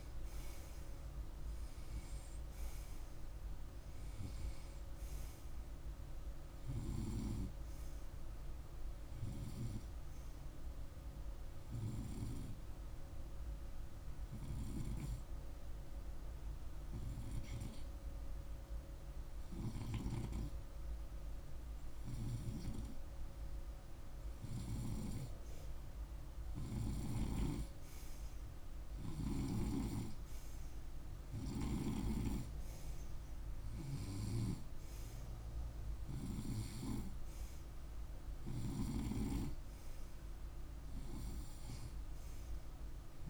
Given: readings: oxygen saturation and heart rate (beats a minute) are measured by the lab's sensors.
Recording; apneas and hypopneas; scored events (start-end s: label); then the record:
breathing in sleep by a room microphone; 1
0.00-1.00 s: oxygen desaturation (device-marked, oxygen 93% lowest, heart rate 48 extreme)
9.00-23.00 s: hypopnea (oxygen 96% before, 95% lowest, heart rate 52 before, 48 extreme, up 3 after)
25.50-29.00 s: arousal
From the record:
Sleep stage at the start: N2 (light sleep); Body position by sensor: on the right side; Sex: male